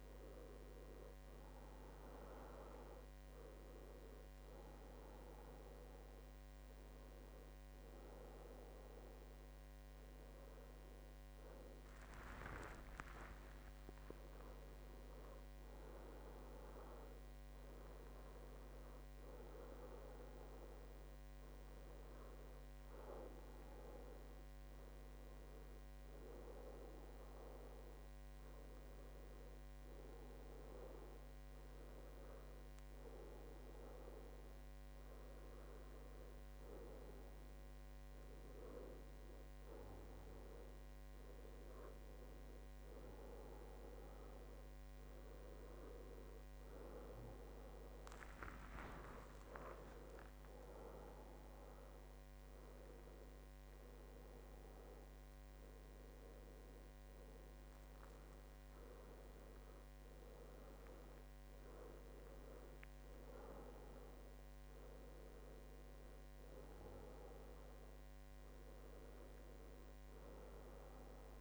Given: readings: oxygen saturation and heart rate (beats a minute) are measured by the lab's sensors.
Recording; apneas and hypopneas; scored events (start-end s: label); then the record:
breathing in sleep by a microphone on the trachea; none
0.00-17.50 s: oxygen desaturation (device-marked, oxygen 93% lowest, heart rate 71 extreme)
37.00-39.00 s: long interval between heartbeats (device-marked, heart rate 74 before, 72 extreme)
47.50-51.50 s: arousal
From the record:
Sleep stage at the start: N1 (lightest sleep); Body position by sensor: on the back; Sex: male